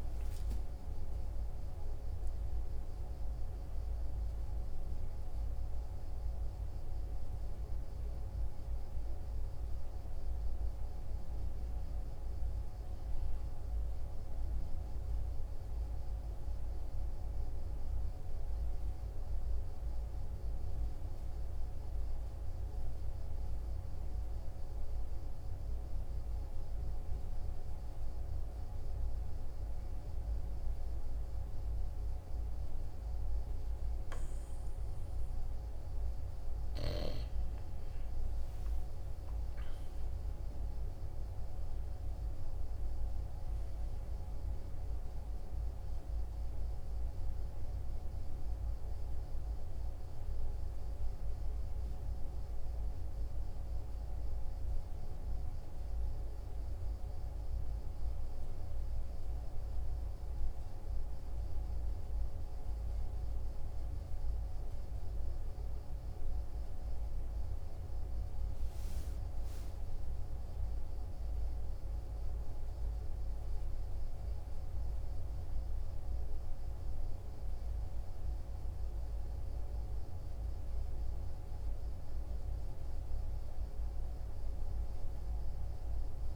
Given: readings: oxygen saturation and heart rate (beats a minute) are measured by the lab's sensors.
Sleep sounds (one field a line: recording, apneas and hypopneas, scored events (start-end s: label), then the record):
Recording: breathing in sleep, hard to hear, by a room microphone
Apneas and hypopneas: 1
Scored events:
19.00-36.00 s: obstructive apnea (oxygen 97% before, 93% lowest, heart rate 53 before, 45 extreme, up 5 after)
37.50-86.36 s: new sleep stage, N1 (lightest sleep)
38.00-42.00 s: arousal
84.00-86.36 s: arousal
From the record:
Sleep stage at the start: N2 (light sleep)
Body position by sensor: on the right side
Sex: male